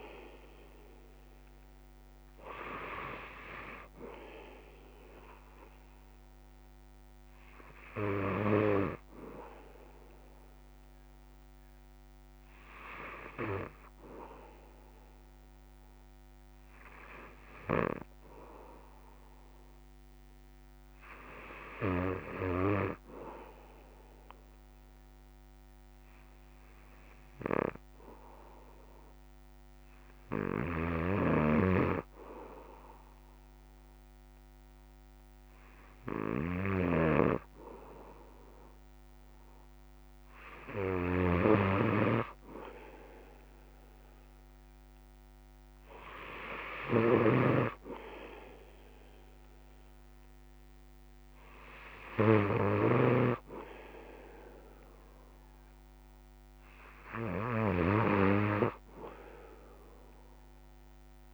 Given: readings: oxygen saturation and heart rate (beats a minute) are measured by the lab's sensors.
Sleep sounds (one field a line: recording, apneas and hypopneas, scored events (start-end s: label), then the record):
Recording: breathing in sleep by a microphone on the trachea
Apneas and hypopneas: 1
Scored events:
18.00-31.50 s: hypopnea (oxygen 98% before, 96% lowest, heart rate 65 before, 61 extreme, up 0 after)
30.50-37.00 s: snoring (device-marked)
From the record:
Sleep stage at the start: N3 (deep sleep)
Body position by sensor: on the back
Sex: male